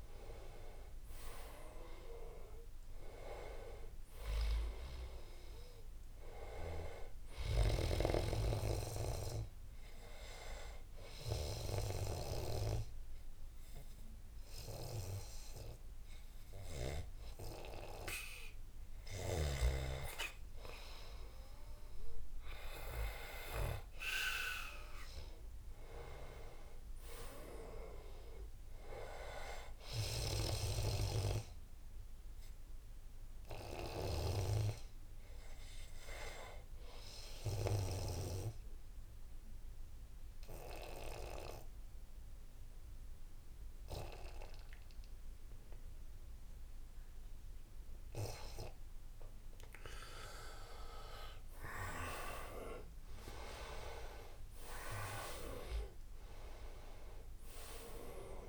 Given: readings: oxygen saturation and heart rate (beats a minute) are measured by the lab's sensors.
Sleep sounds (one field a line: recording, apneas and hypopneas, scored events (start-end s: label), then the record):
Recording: breathing in sleep by a room microphone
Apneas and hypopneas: 2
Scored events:
10.00-20.00 s: obstructive apnea (oxygen 96% before, 89% lowest, heart rate 82 before, 75 extreme, up 7 after)
22.50-27.50 s: arousal
28.50-42.50 s: oxygen desaturation (device-marked, oxygen 97% before, 93% lowest, heart rate 80 before, 75 extreme)
37.50-50.00 s: obstructive apnea (oxygen 97% before, 89% lowest, heart rate 83 before, 75 extreme, up 6 after)
49.50-58.49 s: oxygen desaturation (device-marked, oxygen 97% before, 89% lowest, heart rate 84 before, 77 extreme)
51.00-56.00 s: arousal
From the record:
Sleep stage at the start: N2 (light sleep)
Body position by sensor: on the back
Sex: male